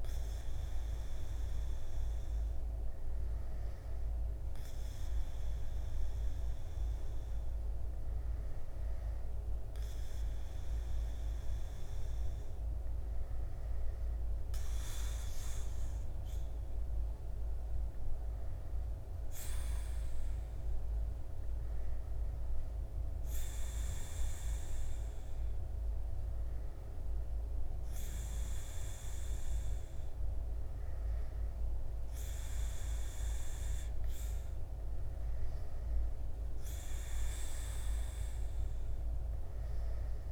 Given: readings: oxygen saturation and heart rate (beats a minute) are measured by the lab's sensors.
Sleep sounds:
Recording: breathing in sleep, hard to hear, by a room microphone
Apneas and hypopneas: none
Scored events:
none scored
From the record:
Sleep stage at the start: N2 (light sleep)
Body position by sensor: on the back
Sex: male

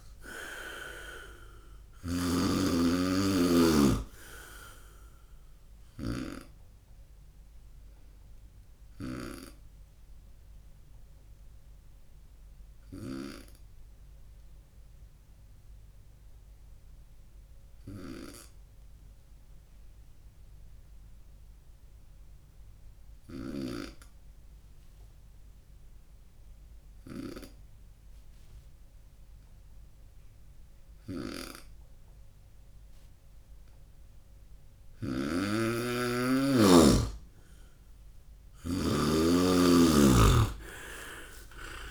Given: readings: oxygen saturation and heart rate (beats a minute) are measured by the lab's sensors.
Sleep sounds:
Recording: breathing in sleep by a room microphone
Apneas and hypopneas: 1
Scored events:
0.00-13.50 s: snoring (device-marked)
1.00-19.00 s: oxygen desaturation (device-marked, oxygen 99% before, 95% lowest, heart rate 72 before, 61 extreme)
9.50-33.00 s: obstructive apnea (oxygen 100% before, 94% lowest, heart rate 71 before, 61 extreme, up 13 after)
23.00-41.91 s: snoring (device-marked)
39.50-41.91 s: arousal
From the record:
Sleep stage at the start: N2 (light sleep)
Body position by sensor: on the right side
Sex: male

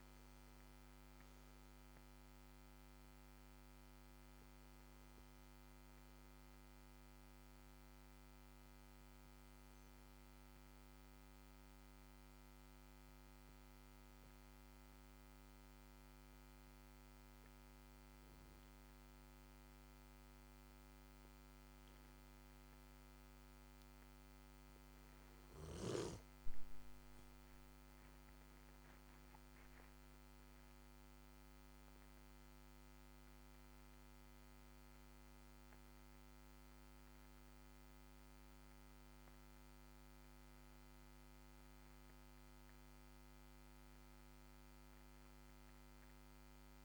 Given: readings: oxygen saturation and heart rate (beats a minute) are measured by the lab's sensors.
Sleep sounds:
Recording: breathing in sleep, hard to hear, by a microphone on the trachea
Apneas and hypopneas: 1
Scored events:
0.00-3.50 s: arousal
9.00-24.00 s: obstructive apnea (oxygen 95% before, 93% lowest, heart rate 57 before, 49 extreme, up 7 after)
21.50-46.85 s: new sleep stage, REM sleep
26.00-31.00 s: arousal
From the record:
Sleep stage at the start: N2 (light sleep)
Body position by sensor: on the back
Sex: male

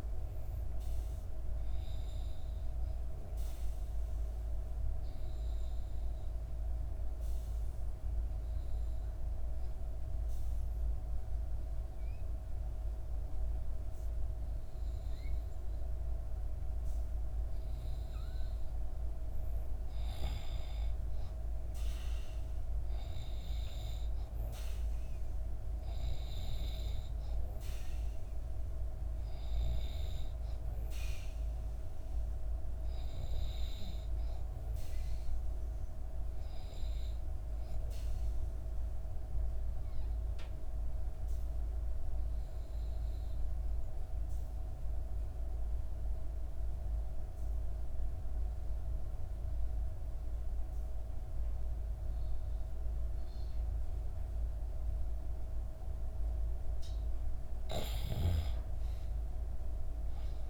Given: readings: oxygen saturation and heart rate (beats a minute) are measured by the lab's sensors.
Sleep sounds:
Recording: breathing in sleep, hard to hear, by a room microphone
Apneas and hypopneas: 2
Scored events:
3.00-18.00 s: obstructive apnea (oxygen 97% before, 88% lowest, heart rate 60 before, 58 extreme, up 3 after)
20.50-24.00 s: arousal
23.50-40.50 s: oxygen desaturation (device-marked, oxygen 95% before, 91% lowest, heart rate 60 before, 58 extreme)
38.50-56.00 s: obstructive apnea (oxygen 95% before, 88% lowest, heart rate 60 before, 59 extreme, up 5 after)
58.00-60.50 s: arousal
From the record:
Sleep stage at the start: N2 (light sleep)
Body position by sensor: on the back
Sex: female

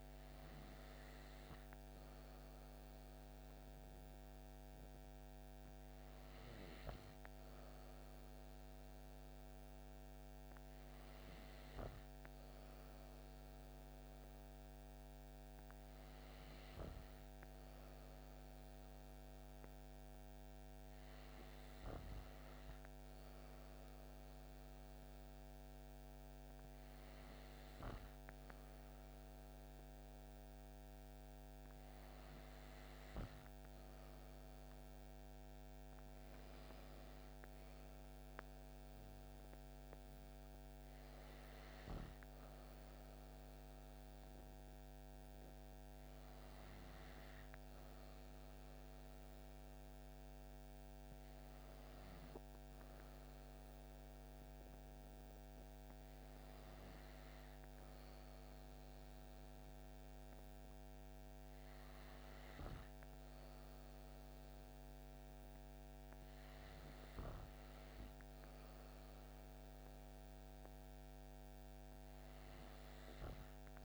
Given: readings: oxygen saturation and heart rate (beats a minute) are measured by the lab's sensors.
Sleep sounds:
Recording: breathing in sleep, hard to hear, by a microphone on the trachea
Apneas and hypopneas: none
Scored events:
none scored
From the record:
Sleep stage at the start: N2 (light sleep)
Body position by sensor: on the back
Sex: female

